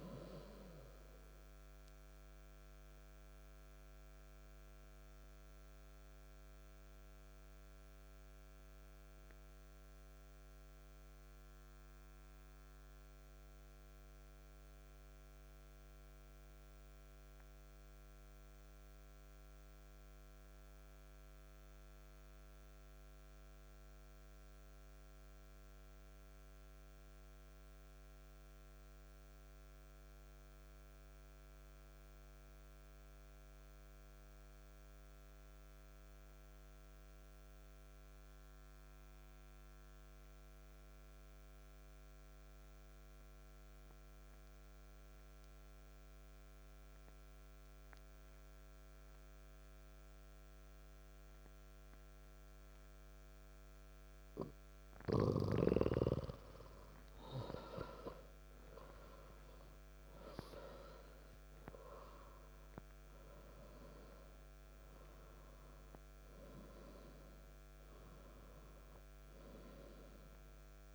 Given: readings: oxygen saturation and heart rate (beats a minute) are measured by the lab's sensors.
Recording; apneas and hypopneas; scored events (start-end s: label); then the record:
breathing in sleep by a microphone on the trachea; 1
0.00-17.50 s: oxygen desaturation (device-marked, oxygen 92% lowest, heart rate 59 extreme)
6.50-52.50 s: obstructive apnea (oxygen 97% before, 88% lowest, heart rate 60 before, 59 extreme, up 2 after)
36.50-70.95 s: oxygen desaturation (device-marked, oxygen 97% before, 88% lowest, heart rate 59 before, 58 extreme)
54.50-59.50 s: arousal
From the record:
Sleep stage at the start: N2 (light sleep); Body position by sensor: on the back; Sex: male